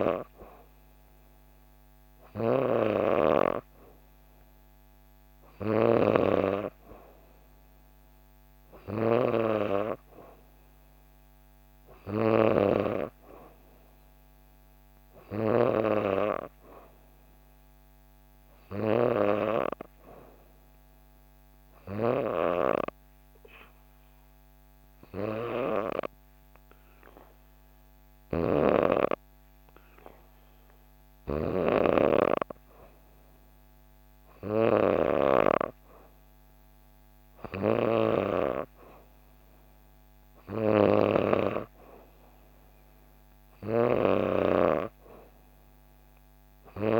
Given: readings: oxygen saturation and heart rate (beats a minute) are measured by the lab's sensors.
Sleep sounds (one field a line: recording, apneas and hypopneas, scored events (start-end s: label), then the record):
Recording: breathing in sleep by a microphone on the trachea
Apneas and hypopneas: 1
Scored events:
0.00-14.00 s: oxygen desaturation (device-marked, oxygen 91% lowest, heart rate 63 extreme)
15.50-18.00 s: arousal
20.50-33.00 s: hypopnea (oxygen 94% before, 92% lowest, heart rate 64 before, 64 extreme, up 1 after)
37.50-41.00 s: arousal
From the record:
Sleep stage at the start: N2 (light sleep)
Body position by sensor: on the back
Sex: female